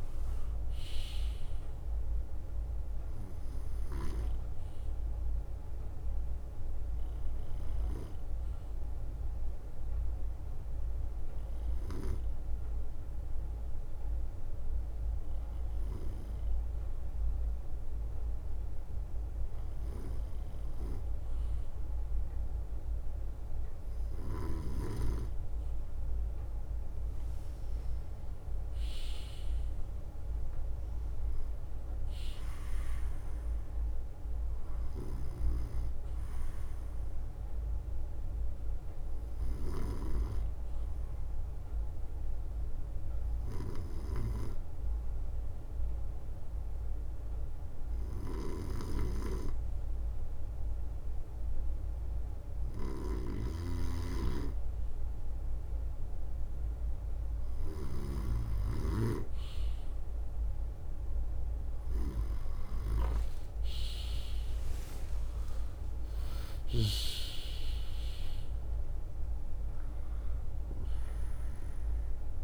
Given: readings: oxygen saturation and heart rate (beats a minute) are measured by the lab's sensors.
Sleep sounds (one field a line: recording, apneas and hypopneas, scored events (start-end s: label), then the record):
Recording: breathing in sleep by a room microphone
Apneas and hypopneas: 2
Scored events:
0.00-12.50 s: oxygen desaturation (device-marked, oxygen 95% lowest, heart rate 60 extreme)
7.00-8.50 s: leg movement (device-marked)
8.50-21.00 s: hypopnea (oxygen 99% before, 94% lowest, heart rate 63 before, 60 extreme, up 2 after)
19.50-29.00 s: leg movement (device-marked)
27.00-31.00 s: arousal
31.00-32.50 s: leg movement (device-marked)
33.00-34.50 s: leg movement (device-marked)
36.00-53.00 s: hypopnea (oxygen 98% before, 94% lowest, heart rate 62 before, 61 extreme, up 0 after)
48.00-50.00 s: leg movement (device-marked)
48.00-58.00 s: snoring (device-marked)
51.00-59.50 s: leg movement (device-marked)
54.50-72.44 s: oxygen desaturation (device-marked, oxygen 98% before, 94% lowest, heart rate 63 before, 61 extreme)
63.00-71.00 s: leg movement (device-marked)
63.50-68.00 s: arousal
From the record:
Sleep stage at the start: N2 (light sleep)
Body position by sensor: on the right side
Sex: male